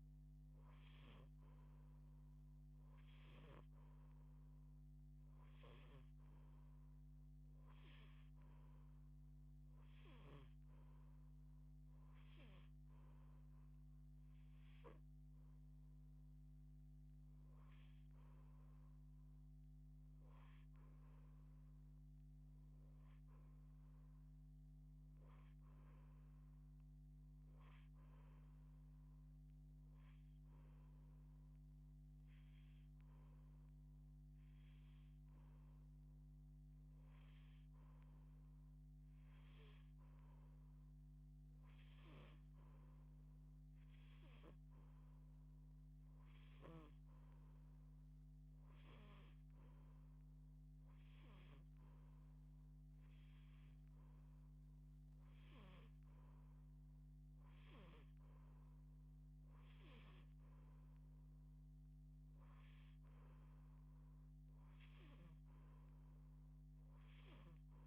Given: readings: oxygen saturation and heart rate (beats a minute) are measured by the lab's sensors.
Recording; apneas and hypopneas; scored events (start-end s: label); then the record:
breathing in sleep by a microphone on the trachea; none
none scored
From the record:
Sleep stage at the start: N2 (light sleep); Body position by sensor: on the back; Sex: female